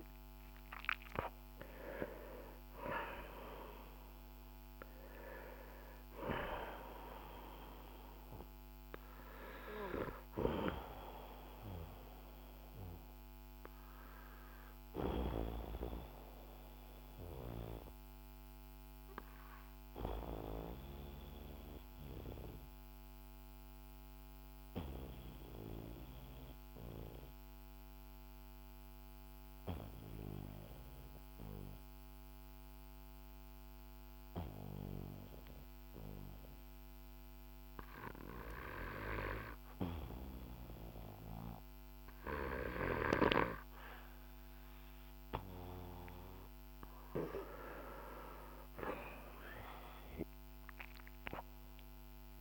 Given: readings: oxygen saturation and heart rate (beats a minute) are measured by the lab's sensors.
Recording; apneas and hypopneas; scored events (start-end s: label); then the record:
breathing in sleep by a microphone on the trachea; 1
0.00-3.00 s: arousal
0.50-32.50 s: oxygen desaturation (device-marked, oxygen 97% before, 89% lowest, heart rate 53 before, 41 extreme)
15.00-46.50 s: obstructive apnea (oxygen 97% before, 89% lowest, heart rate 57 before, 41 extreme, up 7 after)
47.50-52.41 s: oxygen desaturation (device-marked, oxygen 97% before, 90% lowest, heart rate 53 before, 47 extreme)
48.50-52.41 s: arousal
From the record:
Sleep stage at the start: N2 (light sleep); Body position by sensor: on the back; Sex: male